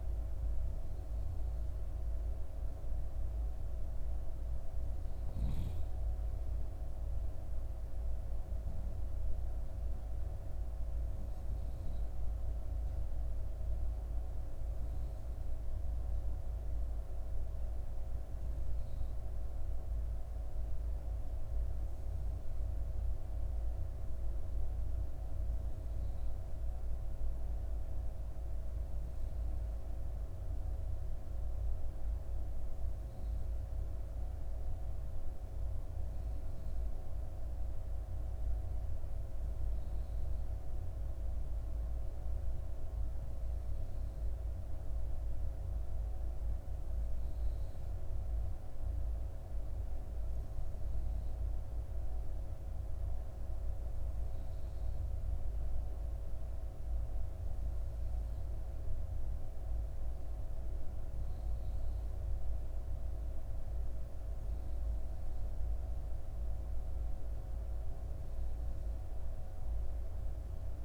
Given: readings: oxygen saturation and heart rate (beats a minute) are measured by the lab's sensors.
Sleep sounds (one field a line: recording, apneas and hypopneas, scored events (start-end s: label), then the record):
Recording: breathing in sleep, hard to hear, by a room microphone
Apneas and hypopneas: none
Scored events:
none scored
From the record:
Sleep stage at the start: N3 (deep sleep)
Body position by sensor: on the back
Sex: female